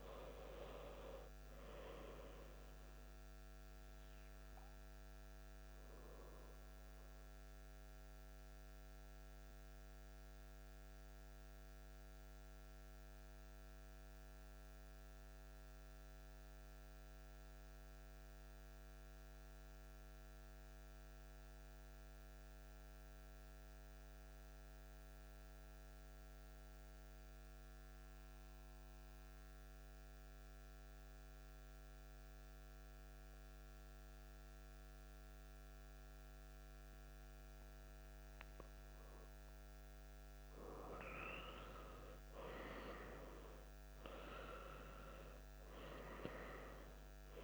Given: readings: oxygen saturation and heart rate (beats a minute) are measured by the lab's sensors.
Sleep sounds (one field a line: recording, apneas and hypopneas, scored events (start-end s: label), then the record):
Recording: breathing in sleep by a microphone on the trachea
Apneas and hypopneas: 1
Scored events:
0.00-2.50 s: oxygen desaturation (device-marked, oxygen 88% lowest)
4.50-38.00 s: central apnea (oxygen 98% before, 93% lowest)
35.50-47.44 s: oxygen desaturation (device-marked, oxygen 97% before, 93% lowest)
39.00-43.00 s: arousal
From the record:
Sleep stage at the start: N2 (light sleep)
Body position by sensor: on the back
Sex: male